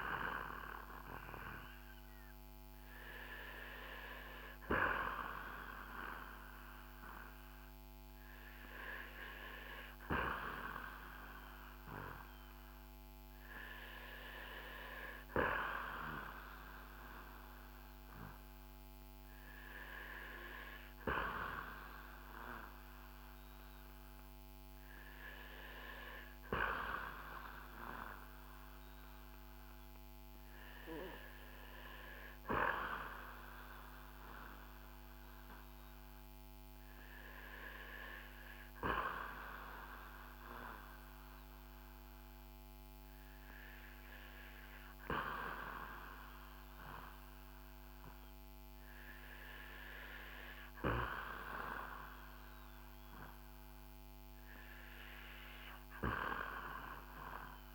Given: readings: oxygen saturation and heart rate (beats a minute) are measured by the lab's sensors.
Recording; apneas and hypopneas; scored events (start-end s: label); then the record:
breathing in sleep by a microphone on the trachea; none
7.50-26.50 s: oxygen desaturation (device-marked, oxygen 93% before, 90% lowest, heart rate 60 before, 53 extreme)
From the record:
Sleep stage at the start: REM sleep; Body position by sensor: on the back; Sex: male